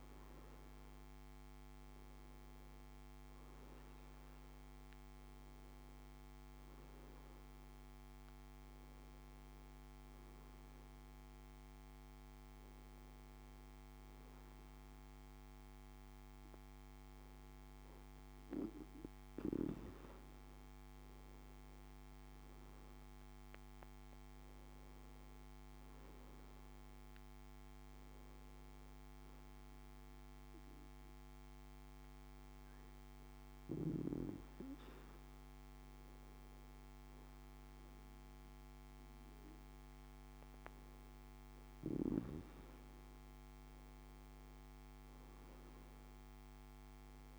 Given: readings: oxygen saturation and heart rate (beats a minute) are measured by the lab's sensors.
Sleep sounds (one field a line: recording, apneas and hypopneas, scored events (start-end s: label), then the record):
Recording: breathing in sleep by a microphone on the trachea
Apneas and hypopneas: 1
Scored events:
21.00-25.00 s: arousal
29.50-41.50 s: hypopnea (oxygen 94% before, 93% lowest, heart rate 59 before, 56 extreme, up 5 after)
44.50-47.39 s: arousal
From the record:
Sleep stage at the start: N2 (light sleep)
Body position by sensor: on the back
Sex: male